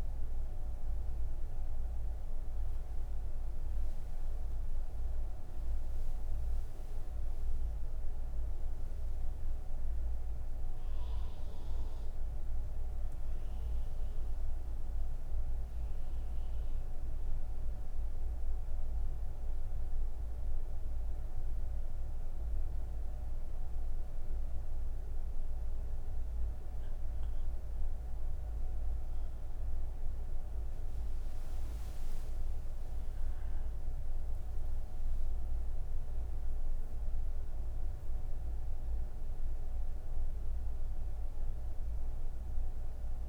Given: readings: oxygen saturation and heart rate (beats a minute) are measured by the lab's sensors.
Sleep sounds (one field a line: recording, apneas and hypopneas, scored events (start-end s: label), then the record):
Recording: breathing in sleep, hard to hear, by a room microphone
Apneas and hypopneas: 1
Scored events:
20.50-32.00 s: obstructive apnea (oxygen 98% before, 94% lowest)
From the record:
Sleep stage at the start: N1 (lightest sleep)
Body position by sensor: on the back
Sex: female